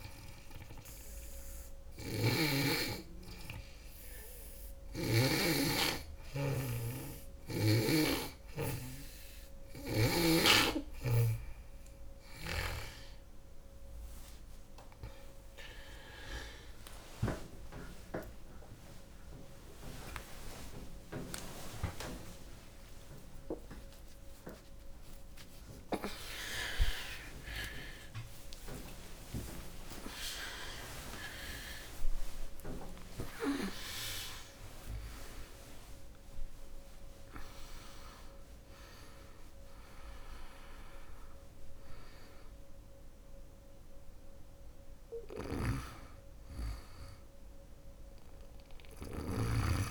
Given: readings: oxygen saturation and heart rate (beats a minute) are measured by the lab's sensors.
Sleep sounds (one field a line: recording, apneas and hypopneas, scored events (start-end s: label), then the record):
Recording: breathing in sleep by a room microphone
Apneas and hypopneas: none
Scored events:
0.00-4.50 s: snoring (device-marked)
14.50-19.00 s: arousal
32.00-36.00 s: arousal
44.50-49.91 s: snoring (device-marked)
From the record:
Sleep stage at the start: N2 (light sleep)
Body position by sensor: on the back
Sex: female